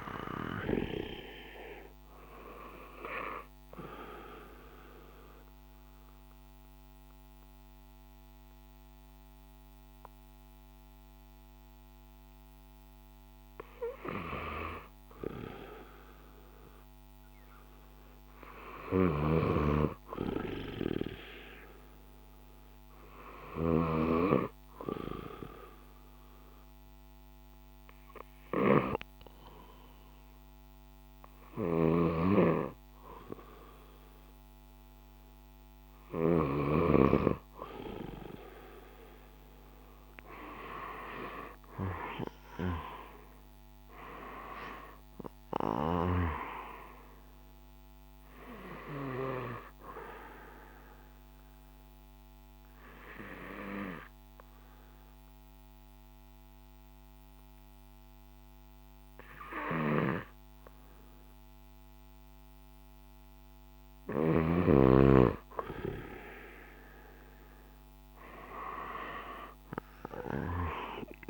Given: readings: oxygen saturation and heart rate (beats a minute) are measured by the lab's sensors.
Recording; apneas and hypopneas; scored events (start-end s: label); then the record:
breathing in sleep by a microphone on the trachea; 3
0.00-6.00 s: drop in pulse transit time (device-marked, heart rate 62 extreme)
3.50-14.50 s: mixed apnea (oxygen 95% before, 92% lowest, heart rate 61 before, 57 extreme, up 4 after)
18.00-21.50 s: arousal
18.50-23.50 s: snoring (device-marked)
25.00-37.00 s: obstructive apnea (oxygen 95% before, 92% lowest, heart rate 59 before, 58 extreme, up 7 after)
29.00-44.00 s: oxygen desaturation (device-marked, oxygen 95% before, 92% lowest, heart rate 59 before, 58 extreme)
31.50-36.50 s: snoring (device-marked)
40.00-44.00 s: arousal
41.00-53.00 s: drop in pulse transit time (device-marked, heart rate 62 before, 62 extreme)
50.50-64.00 s: obstructive apnea (oxygen 95% before, 92% lowest, heart rate 64 before, 58 extreme, up 9 after)
65.50-69.50 s: arousal
From the record:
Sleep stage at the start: N2 (light sleep); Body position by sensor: on the back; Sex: male